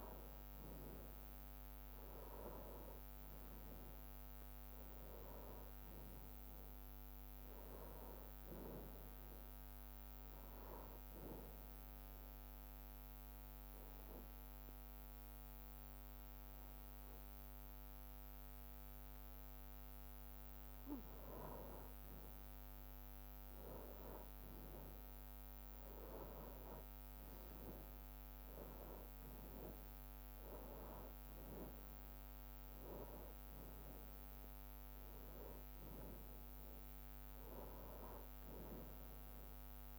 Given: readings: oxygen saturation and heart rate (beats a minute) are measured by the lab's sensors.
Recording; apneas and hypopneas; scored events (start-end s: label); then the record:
breathing in sleep by a microphone on the trachea; 1
1.50-12.50 s: oxygen desaturation (device-marked, oxygen 96% before, 93% lowest, heart rate 63 before, 62 extreme)
11.50-21.50 s: obstructive apnea (oxygen 96% before, 91% lowest, heart rate 64 before, 62 extreme, up 0 after)
24.00-28.50 s: arousal
33.50-35.50 s: long interval between heartbeats (device-marked, heart rate 63 before, 68 extreme)
33.50-39.99 s: oxygen desaturation (device-marked, oxygen 96% before, 92% lowest, heart rate 63 before, 61 extreme)
From the record:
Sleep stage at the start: N2 (light sleep); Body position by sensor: on the back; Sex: male